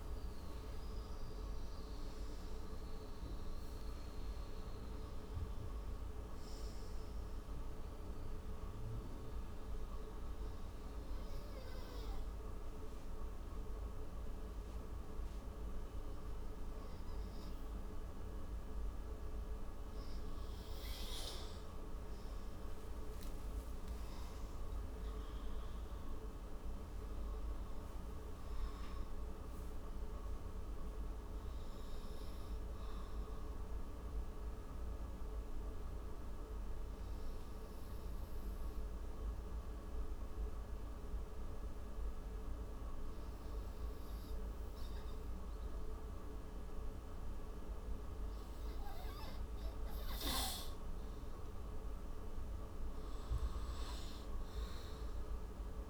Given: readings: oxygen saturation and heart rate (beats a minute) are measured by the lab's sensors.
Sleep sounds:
breathing in sleep, hard to hear, by a room microphone; 2
1.50-5.00 s: arousal
9.00-19.50 s: hypopnea (oxygen 97% before, 92% lowest)
20.50-24.50 s: arousal
31.00-51.00 s: oxygen desaturation (device-marked, oxygen 96% before, 93% lowest)
36.50-47.50 s: hypopnea (oxygen 96% before, 92% lowest)
51.50-54.50 s: arousal
From the record:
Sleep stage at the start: N2 (light sleep); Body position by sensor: on the right side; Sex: male

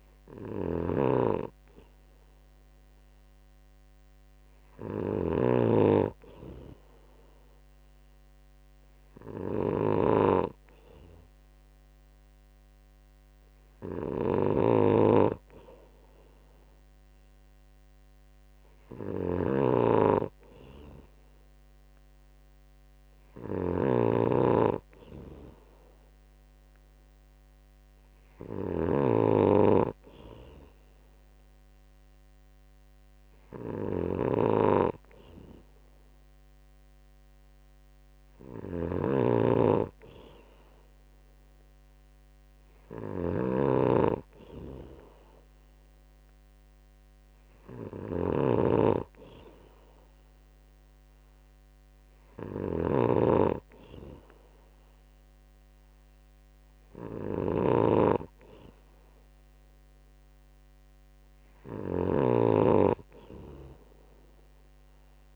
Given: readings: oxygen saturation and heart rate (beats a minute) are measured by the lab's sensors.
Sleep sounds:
breathing in sleep by a microphone on the trachea; none
0.00-65.35 s: snoring (device-marked)
From the record:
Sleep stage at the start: N2 (light sleep); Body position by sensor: on the right side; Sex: male

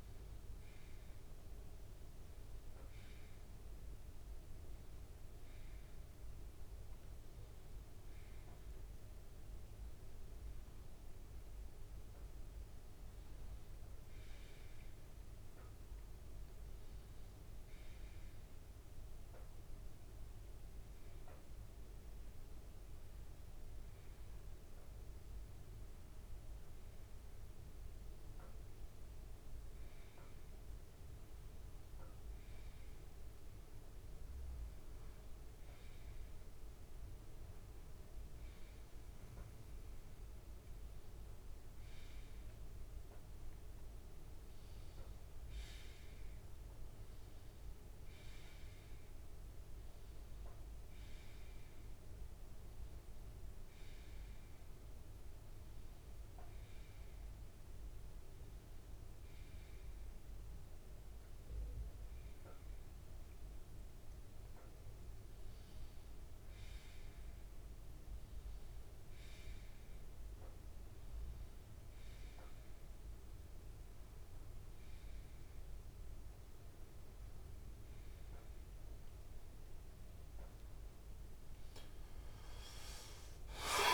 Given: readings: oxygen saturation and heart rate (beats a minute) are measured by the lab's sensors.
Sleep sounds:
a person partly awake in a sleep study, hard to hear, by a room microphone; none
53.50-83.93 s: new sleep stage, awake
From the record:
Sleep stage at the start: N1 (lightest sleep); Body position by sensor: on the right side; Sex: male

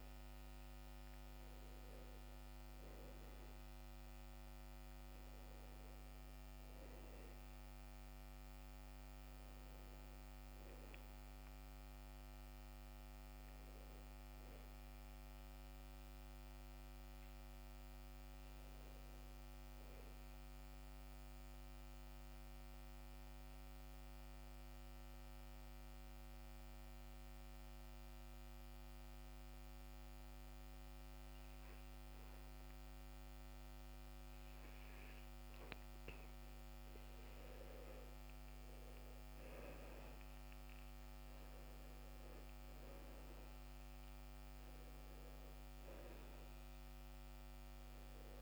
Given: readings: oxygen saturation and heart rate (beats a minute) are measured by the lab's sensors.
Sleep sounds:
breathing in sleep, hard to hear, by a microphone on the trachea; 1
0.00-27.00 s: oxygen desaturation (device-marked, oxygen 88% lowest, heart rate 63 extreme)
14.00-17.50 s: arousal
21.00-37.00 s: obstructive apnea (oxygen 94% before, 88% lowest, heart rate 68 before, 62 extreme, up 10 after)
39.00-43.00 s: arousal
43.00-48.42 s: oxygen desaturation (device-marked, oxygen 98% before, 90% lowest, heart rate 65 before, 62 extreme)
From the record:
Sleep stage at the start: N2 (light sleep); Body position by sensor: on the back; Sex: male

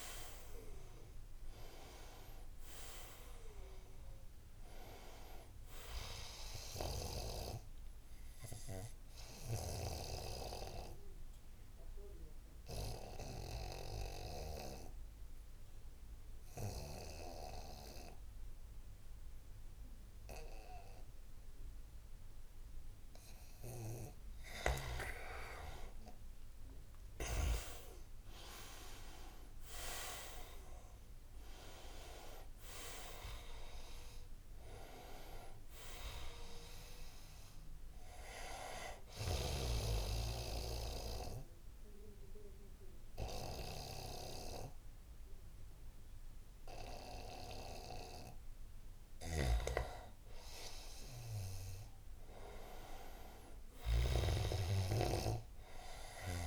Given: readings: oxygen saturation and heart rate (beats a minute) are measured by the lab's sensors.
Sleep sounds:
breathing in sleep by a room microphone; 2
0.00-14.50 s: oxygen desaturation (device-marked, oxygen 89% lowest, heart rate 72 extreme)
8.50-24.50 s: obstructive apnea (oxygen 99% before, 89% lowest, heart rate 81 before, 72 extreme, up 18 after)
26.00-30.00 s: arousal
27.50-48.50 s: oxygen desaturation (device-marked, oxygen 98% before, 89% lowest, heart rate 78 before, 72 extreme)
39.00-49.50 s: obstructive apnea (oxygen 98% before, 85% lowest, heart rate 82 before, 72 extreme, up 3 after)
49.00-54.50 s: snoring (device-marked)
51.50-56.00 s: arousal
From the record:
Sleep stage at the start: N2 (light sleep); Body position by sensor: on the right side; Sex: male

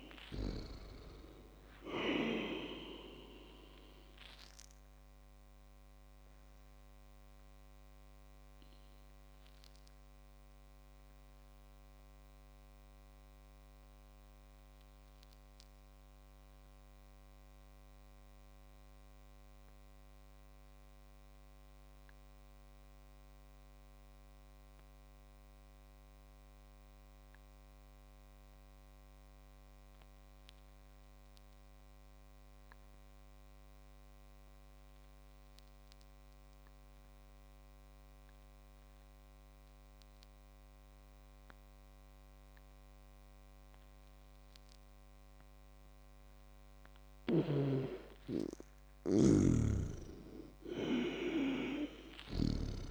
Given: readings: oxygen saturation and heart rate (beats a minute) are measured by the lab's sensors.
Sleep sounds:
breathing in sleep by a microphone on the trachea; 1
4.00-46.50 s: obstructive apnea (oxygen 100% before, 95% lowest, heart rate 62 before, 39 extreme, up 23 after)
47.00-52.91 s: snoring (device-marked)
51.50-52.91 s: oxygen desaturation (device-marked, oxygen 98% before, 95% lowest, heart rate 55 before, 39 extreme)
From the record:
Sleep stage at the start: N2 (light sleep); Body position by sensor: on the back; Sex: male

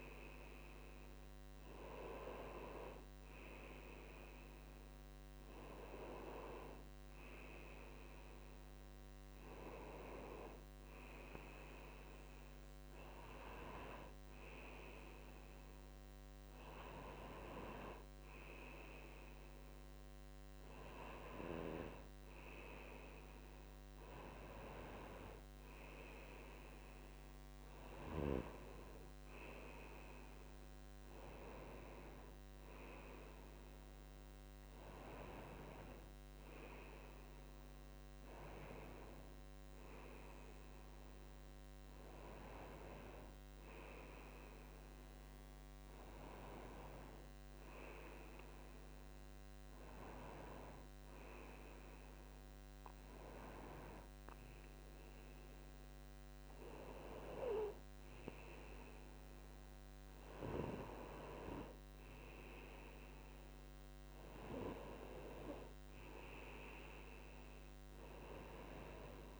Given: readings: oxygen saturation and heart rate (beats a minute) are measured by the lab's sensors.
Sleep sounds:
a person awake in a sleep study, by a microphone on the trachea; none
42.00-69.40 s: new sleep stage, N1 (lightest sleep)
From the record:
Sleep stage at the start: awake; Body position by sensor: on the right side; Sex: male

